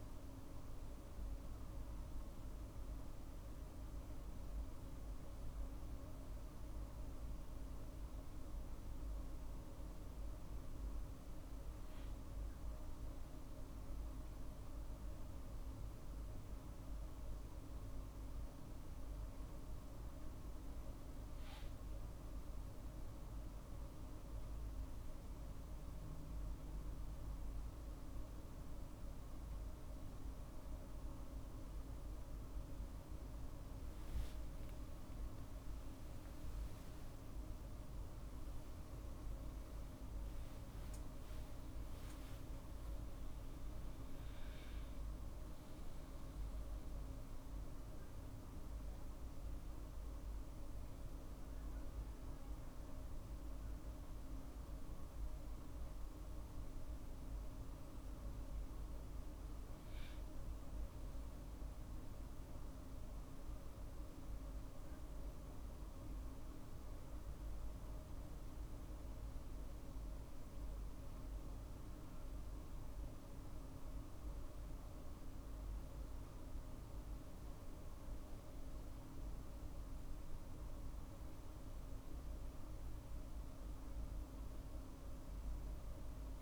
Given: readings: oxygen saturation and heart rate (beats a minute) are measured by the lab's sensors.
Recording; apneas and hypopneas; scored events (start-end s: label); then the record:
a person awake in a sleep study, hard to hear, by a room microphone; none
34.50-36.50 s: long interval between heartbeats (device-marked, heart rate 52 before, 60 extreme)
39.00-41.00 s: long interval between heartbeats (device-marked, heart rate 56 before, 88 extreme)
41.50-43.50 s: long interval between heartbeats (device-marked, heart rate 60 before, 89 extreme)
From the record:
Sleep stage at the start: awake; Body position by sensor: on the right side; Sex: male